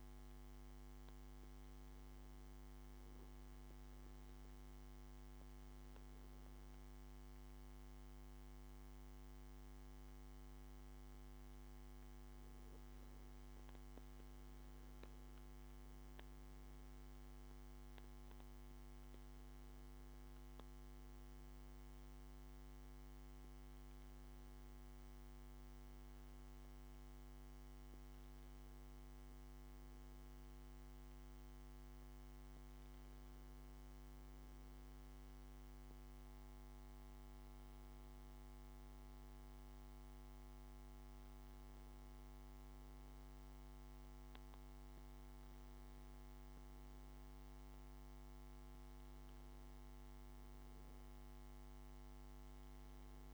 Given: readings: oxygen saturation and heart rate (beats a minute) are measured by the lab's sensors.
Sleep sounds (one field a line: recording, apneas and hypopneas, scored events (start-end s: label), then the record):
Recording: breathing in sleep, hard to hear, by a microphone on the trachea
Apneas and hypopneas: none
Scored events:
none scored
From the record:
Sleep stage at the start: N1 (lightest sleep)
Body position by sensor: on the back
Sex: male